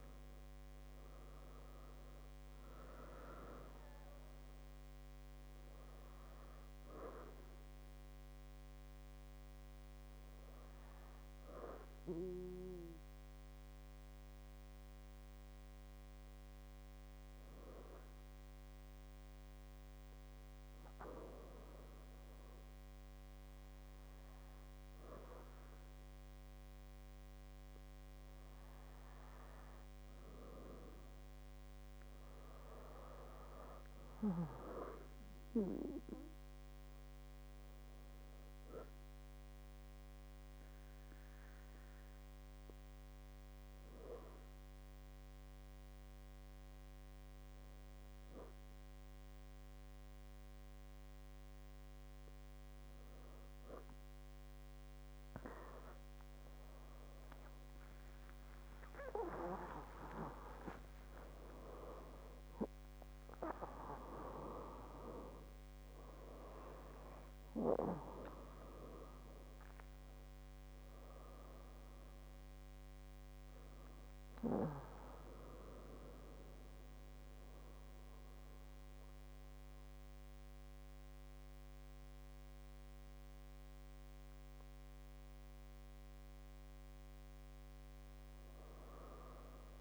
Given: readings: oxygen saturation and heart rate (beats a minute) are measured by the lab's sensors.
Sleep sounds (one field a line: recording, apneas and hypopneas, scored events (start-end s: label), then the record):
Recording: a person partly awake in a sleep study, by a microphone on the trachea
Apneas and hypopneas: 2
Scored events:
0.00-2.00 s: arousal
1.00-23.00 s: oxygen desaturation (device-marked, oxygen 98% before, 94% lowest, heart rate 65 before, 61 extreme)
9.50-26.00 s: hypopnea (oxygen 98% before, 94% lowest, heart rate 68 before, 61 extreme, up 6 after)
31.00-34.50 s: arousal
38.00-51.00 s: hypopnea (oxygen 98% before, 96% lowest, heart rate 65 before, 61 extreme, up 27 after)
50.00-89.81 s: new sleep stage, awake
From the record:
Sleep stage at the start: N2 (light sleep)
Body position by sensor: on the back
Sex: female